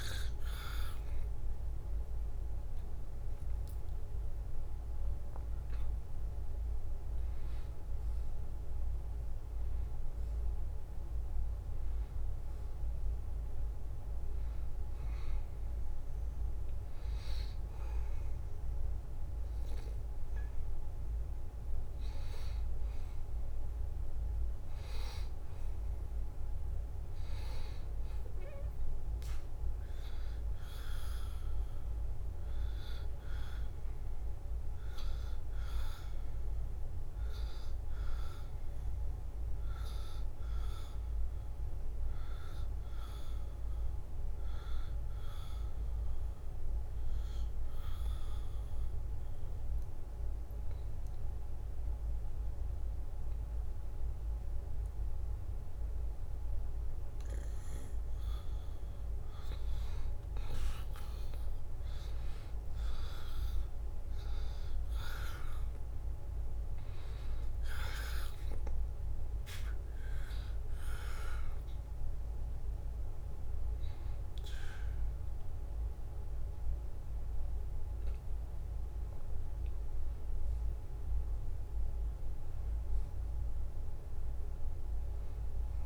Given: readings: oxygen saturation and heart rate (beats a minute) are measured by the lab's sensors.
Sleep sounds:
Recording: breathing in sleep, hard to hear, by a room microphone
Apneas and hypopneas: 2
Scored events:
0.00-4.00 s: arousal
0.00-12.00 s: oxygen desaturation (device-marked, oxygen 90% lowest, heart rate 72 extreme)
0.00-19.00 s: drop in pulse transit time (device-marked, heart rate 73 extreme)
16.00-27.50 s: hypopnea (oxygen 95% before, 88% lowest, heart rate 77 before, 72 extreme, up 0 after)
30.50-34.50 s: arousal
47.50-59.00 s: obstructive apnea (oxygen 94% before, 88% lowest, heart rate 74 before, 70 extreme, up 3 after)
62.50-65.50 s: arousal
65.00-85.00 s: oxygen desaturation (device-marked, oxygen 94% before, 88% lowest, heart rate 73 before, 71 extreme)
From the record:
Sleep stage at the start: N2 (light sleep)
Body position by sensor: on the back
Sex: male

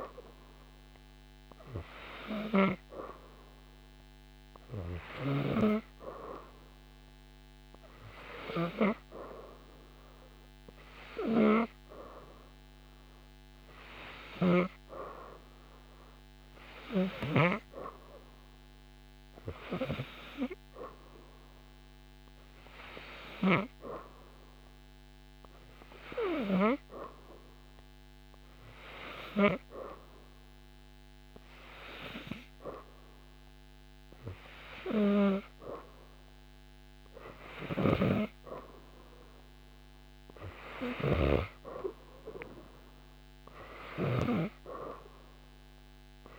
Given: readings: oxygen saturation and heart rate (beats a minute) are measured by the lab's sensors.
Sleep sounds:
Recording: breathing in sleep by a microphone on the trachea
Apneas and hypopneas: none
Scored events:
40.50-44.00 s: snoring (device-marked)
From the record:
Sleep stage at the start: N3 (deep sleep)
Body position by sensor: upright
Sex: female

